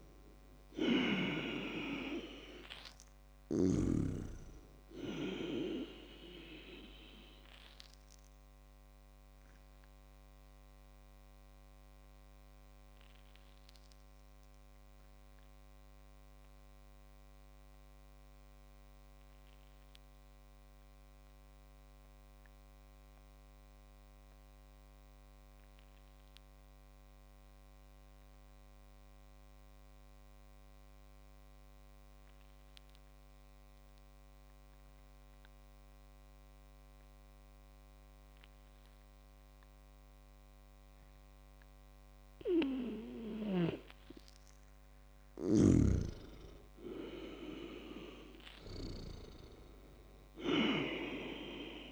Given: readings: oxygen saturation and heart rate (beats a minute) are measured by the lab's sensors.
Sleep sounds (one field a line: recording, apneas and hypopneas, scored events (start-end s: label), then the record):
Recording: breathing in sleep by a microphone on the trachea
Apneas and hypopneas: 1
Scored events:
0.00-3.50 s: snoring (device-marked)
0.00-14.50 s: oxygen desaturation (device-marked, oxygen 95% lowest, heart rate 52 extreme)
8.50-42.00 s: obstructive apnea (oxygen 100% before, 95% lowest, heart rate 63 before, 52 extreme, up 20 after)
46.50-50.50 s: arousal
From the record:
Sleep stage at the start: N2 (light sleep)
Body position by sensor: on the back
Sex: male